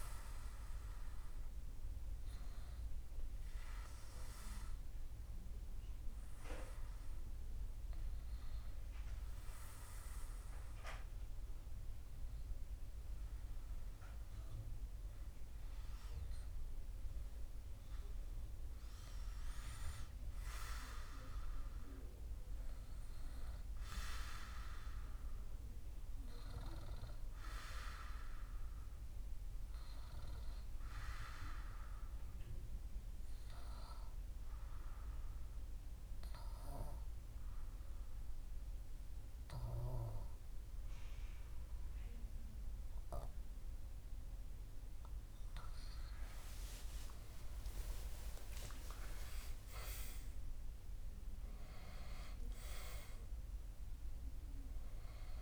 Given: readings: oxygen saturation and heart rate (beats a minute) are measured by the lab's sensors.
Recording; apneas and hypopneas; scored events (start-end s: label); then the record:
breathing in sleep by a room microphone; 2
8.50-19.00 s: obstructive apnea (oxygen 97% before, 93% lowest, heart rate 60 before, 58 extreme, up 2 after)
22.00-25.50 s: arousal
31.00-46.00 s: obstructive apnea (oxygen 97% before, 93% lowest, heart rate 59 before, 59 extreme, up 4 after)
46.50-51.00 s: arousal
From the record:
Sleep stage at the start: N2 (light sleep); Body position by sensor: on the back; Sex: male